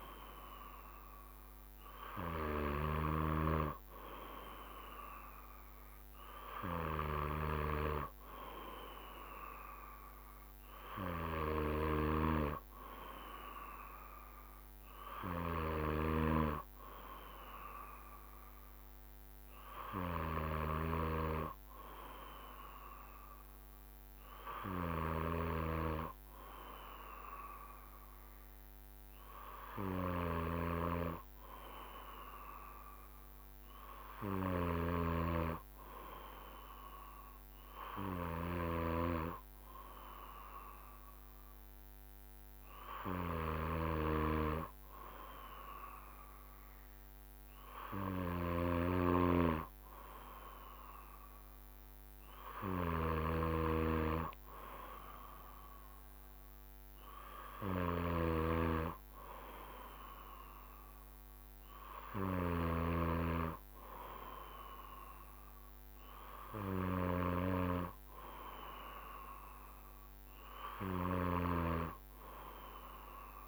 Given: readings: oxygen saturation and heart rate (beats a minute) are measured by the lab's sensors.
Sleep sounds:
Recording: breathing in sleep by a microphone on the trachea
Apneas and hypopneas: none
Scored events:
none scored
From the record:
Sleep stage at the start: N2 (light sleep)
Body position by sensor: on the back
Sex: male

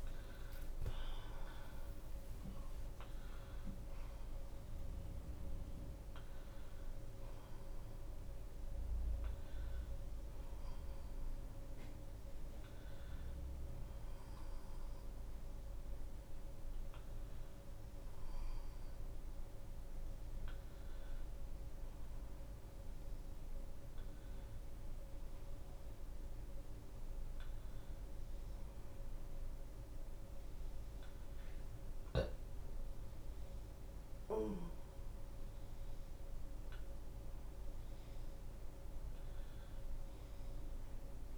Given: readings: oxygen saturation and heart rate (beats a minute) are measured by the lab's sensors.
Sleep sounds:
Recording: a person partly awake in a sleep study, hard to hear, by a room microphone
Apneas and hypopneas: none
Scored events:
0.00-7.50 s: drop in pulse transit time (device-marked)
0.00-41.38 s: bradycardia (device-marked)
1.00-10.00 s: leg movement (device-marked)
2.50-41.38 s: new sleep stage, N1 (lightest sleep)
5.50-7.50 s: long interval between heartbeats (device-marked)
27.50-35.50 s: drop in pulse transit time (device-marked)
35.50-37.50 s: long interval between heartbeats (device-marked)
From the record:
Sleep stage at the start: awake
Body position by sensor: upright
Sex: female

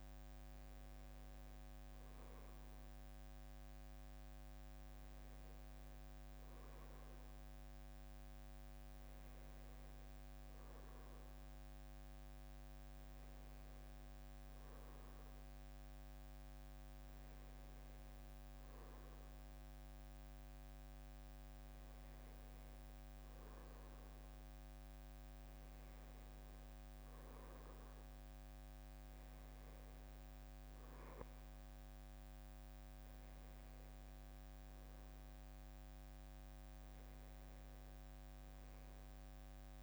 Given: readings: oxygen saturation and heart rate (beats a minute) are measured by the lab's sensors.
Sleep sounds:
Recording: a person awake in a sleep study, hard to hear, by a microphone on the trachea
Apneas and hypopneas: none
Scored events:
none scored
From the record:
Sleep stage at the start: awake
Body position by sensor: on the back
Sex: male

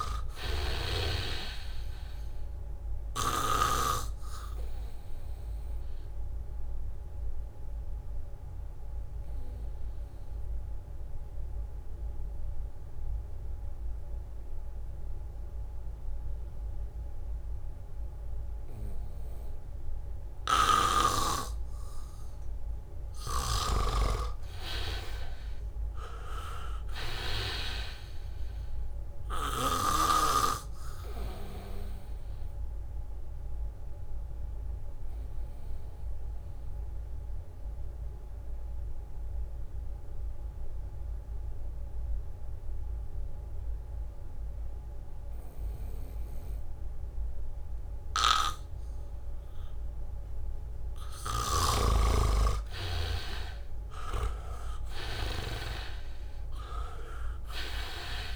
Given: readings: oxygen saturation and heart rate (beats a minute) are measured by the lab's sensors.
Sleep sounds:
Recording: breathing in sleep by a room microphone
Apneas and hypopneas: 2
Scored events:
0.00-4.00 s: snoring (device-marked)
0.00-16.00 s: oxygen desaturation (device-marked, oxygen 83% lowest, heart rate 76 extreme)
6.00-22.00 s: obstructive apnea (oxygen 98% before, 81% lowest, heart rate 78 before, 76 extreme, up 2 after)
22.00-45.00 s: oxygen desaturation (device-marked, oxygen 98% before, 84% lowest, heart rate 77 before, 75 extreme)
23.50-28.00 s: snoring (device-marked)
25.00-29.00 s: arousal
35.00-49.00 s: obstructive apnea (oxygen 98% before, 81% lowest, heart rate 78 before, 75 extreme, up 1 after)
47.50-49.00 s: leg movement (device-marked)
50.00-58.36 s: oxygen desaturation (device-marked, oxygen 98% before, 81% lowest, heart rate 77 before, 70 extreme)
51.50-58.36 s: snoring (device-marked)
53.50-57.50 s: arousal
From the record:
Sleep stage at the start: N2 (light sleep)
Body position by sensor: on the back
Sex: male

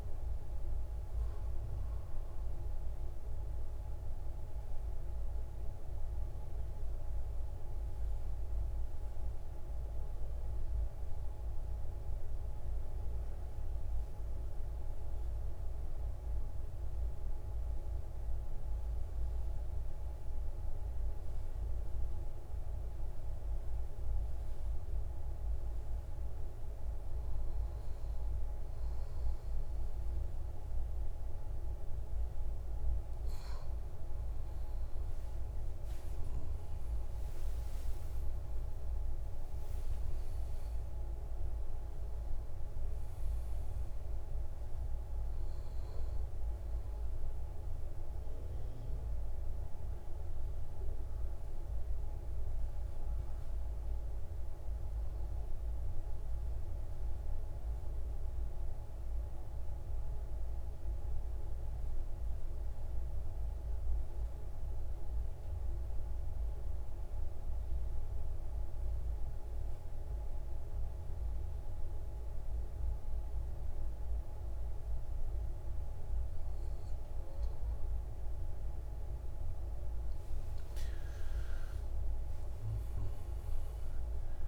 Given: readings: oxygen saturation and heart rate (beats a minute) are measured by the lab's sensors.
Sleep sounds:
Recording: breathing in sleep, hard to hear, by a room microphone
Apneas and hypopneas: 2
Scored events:
2.50-26.00 s: mixed apnea (oxygen 99% before, 92% lowest, heart rate 114 before, 55 extreme, up 4 after)
20.00-43.00 s: oxygen desaturation (device-marked, oxygen 99% before, 92% lowest, heart rate 65 before, 55 extreme)
38.50-43.50 s: arousal
58.50-78.50 s: obstructive apnea (oxygen 98% before, 91% lowest, heart rate 65 before, 56 extreme, up 28 after)
76.00-84.48 s: oxygen desaturation (device-marked, oxygen 97% before, 91% lowest, heart rate 61 before, 56 extreme)
80.50-84.48 s: arousal
From the record:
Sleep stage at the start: N2 (light sleep)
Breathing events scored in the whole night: 354 in 6.7 hours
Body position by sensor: on the right side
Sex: male

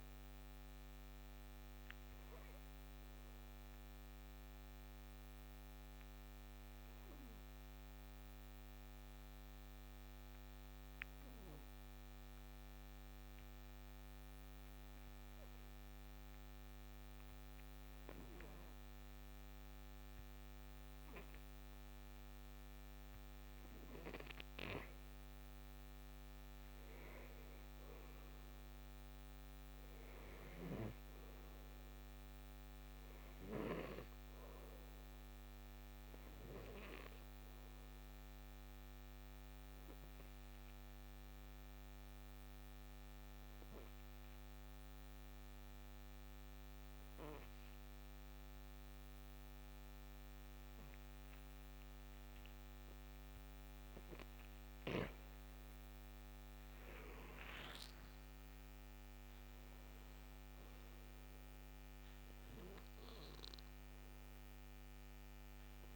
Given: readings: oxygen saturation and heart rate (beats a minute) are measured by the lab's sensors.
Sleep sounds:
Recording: breathing in sleep by a microphone on the trachea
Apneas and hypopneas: 2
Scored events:
0.00-16.00 s: oxygen desaturation (device-marked, oxygen 84% lowest, heart rate 54 extreme)
2.50-23.50 s: obstructive apnea (oxygen 97% before, 86% lowest, heart rate 89 before, 55 extreme, up 6 after)
26.00-30.50 s: arousal
30.00-47.00 s: oxygen desaturation (device-marked, oxygen 98% before, 92% lowest, heart rate 61 before, 54 extreme)
38.50-54.50 s: obstructive apnea (oxygen 100% before, 91% lowest, heart rate 61 before, 54 extreme, up 24 after)
57.00-61.00 s: arousal
57.00-65.96 s: oxygen desaturation (device-marked, oxygen 97% before, 91% lowest, heart rate 60 before, 54 extreme)
From the record:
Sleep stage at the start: N2 (light sleep)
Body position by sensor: on the right side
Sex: male

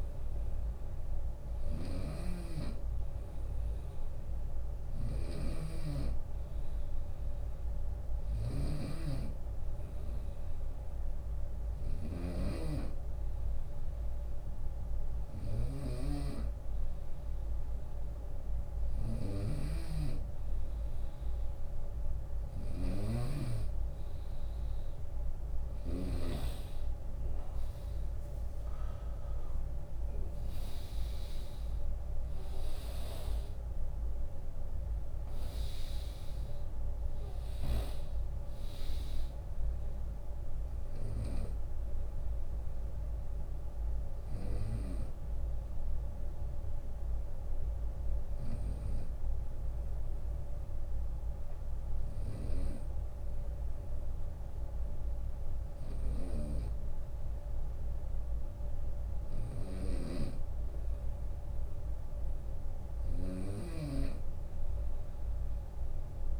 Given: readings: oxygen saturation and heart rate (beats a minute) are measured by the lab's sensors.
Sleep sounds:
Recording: breathing in sleep by a room microphone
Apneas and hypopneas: 1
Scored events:
0.00-25.00 s: snoring (device-marked)
1.00-3.00 s: long interval between heartbeats (device-marked, heart rate 66 before, 70 extreme)
11.50-13.50 s: long interval between heartbeats (device-marked, heart rate 66 before, 71 extreme)
12.50-19.50 s: bradycardia (device-marked, heart rate 74 before, 45 extreme)
26.50-41.50 s: drop in pulse transit time (device-marked, heart rate 63 before, 68 extreme)
29.50-31.50 s: long interval between heartbeats (device-marked, heart rate 64 before, 75 extreme)
30.00-34.00 s: arousal
32.50-34.50 s: long interval between heartbeats (device-marked, heart rate 65 before, 68 extreme)
41.00-43.00 s: long interval between heartbeats (device-marked, heart rate 72 before, 68 extreme)
41.50-60.00 s: hypopnea (oxygen 96% before, 95% lowest, heart rate 73 before, 50 extreme, up 24 after)
43.50-50.50 s: bradycardia (device-marked, heart rate 74 before, 50 extreme)
44.50-46.50 s: long interval between heartbeats (device-marked, heart rate 74 before, 73 extreme)
55.00-66.40 s: snoring (device-marked)
55.50-57.50 s: long interval between heartbeats (device-marked, heart rate 66 before, 62 extreme)
62.50-66.00 s: arousal
From the record:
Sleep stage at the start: N2 (light sleep)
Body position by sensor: on the right side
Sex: male

